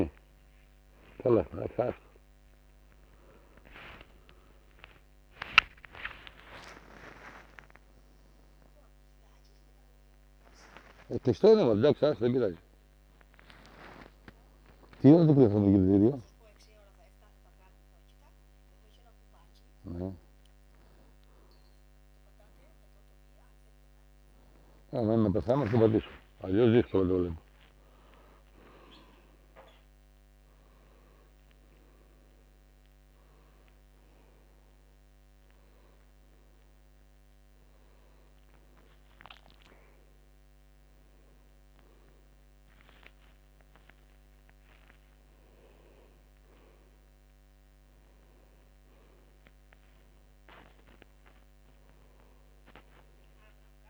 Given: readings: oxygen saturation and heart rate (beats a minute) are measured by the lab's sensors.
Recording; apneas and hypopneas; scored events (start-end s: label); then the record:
a person awake in a sleep study, by a microphone on the trachea; none
20.50-22.50 s: long interval between heartbeats (device-marked, heart rate 55 before, 95 extreme)
43.00-45.00 s: long interval between heartbeats (device-marked, heart rate 80 before, 87 extreme)
46.00-48.00 s: long interval between heartbeats (device-marked, heart rate 79 before, 106 extreme)
From the record:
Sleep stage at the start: awake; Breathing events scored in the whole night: 241 in 3.6 hours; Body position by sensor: on the back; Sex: male